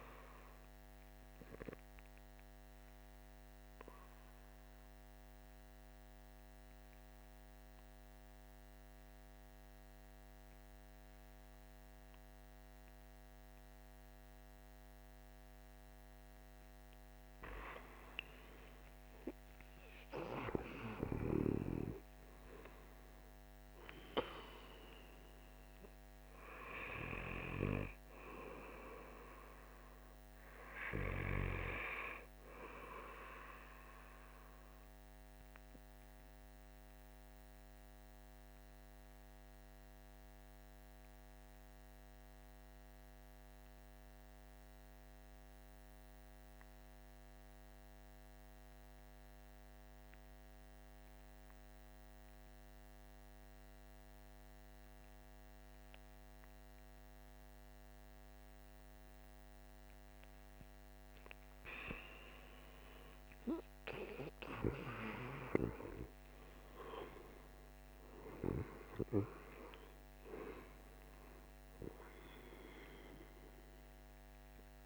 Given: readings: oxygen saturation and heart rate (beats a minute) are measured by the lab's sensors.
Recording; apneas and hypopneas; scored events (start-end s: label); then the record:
breathing in sleep by a microphone on the trachea; 2
2.00-16.50 s: obstructive apnea (oxygen 99% before, 93% lowest, heart rate 51 before, 47 extreme, up 10 after)
18.50-23.00 s: arousal
35.00-59.50 s: obstructive apnea (oxygen 98% before, 91% lowest, heart rate 52 before, 46 extreme, up 11 after)
60.50-64.50 s: arousal
62.00-74.86 s: oxygen desaturation (device-marked, oxygen 98% before, 91% lowest, heart rate 48 before, 46 extreme)
From the record:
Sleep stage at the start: N2 (light sleep); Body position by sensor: on the back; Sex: male